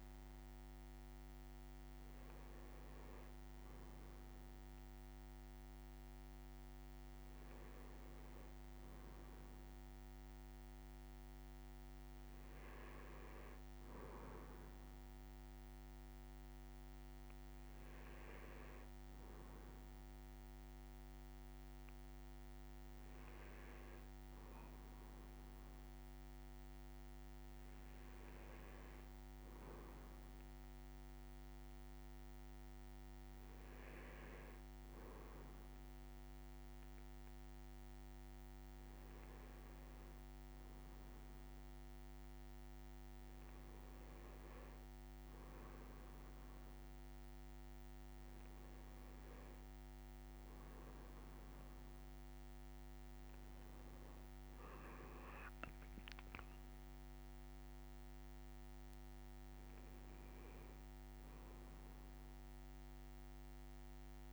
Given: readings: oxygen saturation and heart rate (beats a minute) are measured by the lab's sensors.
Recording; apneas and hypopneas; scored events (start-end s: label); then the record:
breathing in sleep, hard to hear, by a microphone on the trachea; none
0.00-4.50 s: leg movement (device-marked)
8.00-9.50 s: leg movement (device-marked)
28.00-29.50 s: leg movement (device-marked)
53.00-54.50 s: leg movement (device-marked)
From the record:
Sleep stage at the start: N1 (lightest sleep); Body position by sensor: on the right side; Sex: male